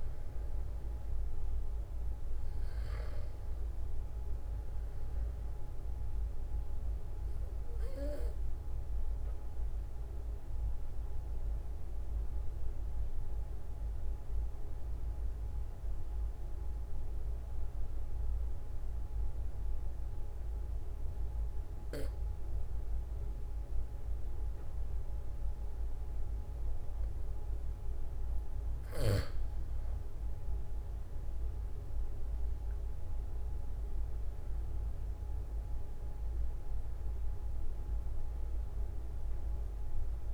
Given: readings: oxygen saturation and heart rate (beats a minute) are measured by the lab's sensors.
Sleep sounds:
breathing in sleep, hard to hear, by a room microphone; 1
6.50-29.00 s: obstructive apnea (oxygen 96% before, 91% lowest, heart rate 45 before, 45 extreme, up 4 after)
36.50-40.34 s: arousal
36.50-40.34 s: oxygen desaturation (device-marked, oxygen 96% before, 91% lowest, heart rate 46 before, 45 extreme)
From the record:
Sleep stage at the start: N2 (light sleep); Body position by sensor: on the back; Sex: male

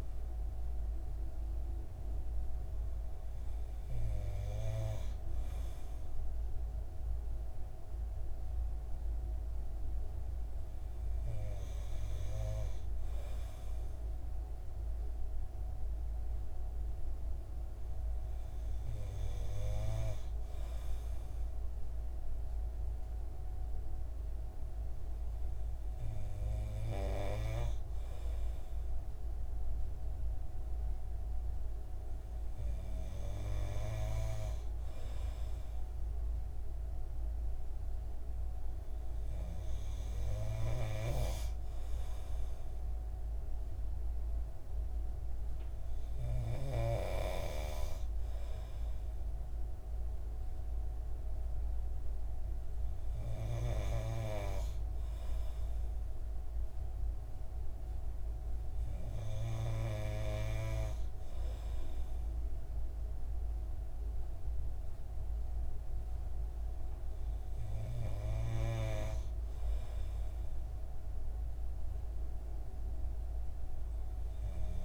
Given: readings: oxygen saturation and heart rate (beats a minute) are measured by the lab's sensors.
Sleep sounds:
breathing in sleep by a room microphone; none
7.00-74.85 s: new sleep stage, N2 (light sleep)
From the record:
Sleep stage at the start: N3 (deep sleep); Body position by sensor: on the right side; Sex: male

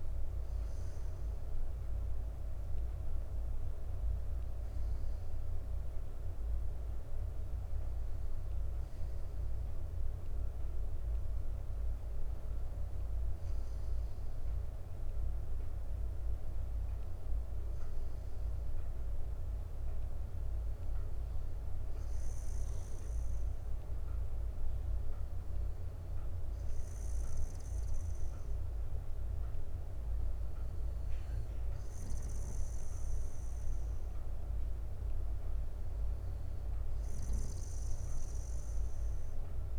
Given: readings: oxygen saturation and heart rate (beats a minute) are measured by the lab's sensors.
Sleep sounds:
breathing in sleep, hard to hear, by a room microphone; none
7.50-9.50 s: bradycardia (device-marked, heart rate 62 before, 58 extreme)
25.50-27.50 s: bradycardia (device-marked, heart rate 62 before, 59 extreme)
29.50-36.50 s: bradycardia (device-marked, heart rate 62 before, 51 extreme)
From the record:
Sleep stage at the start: N2 (light sleep); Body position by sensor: on the back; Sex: male

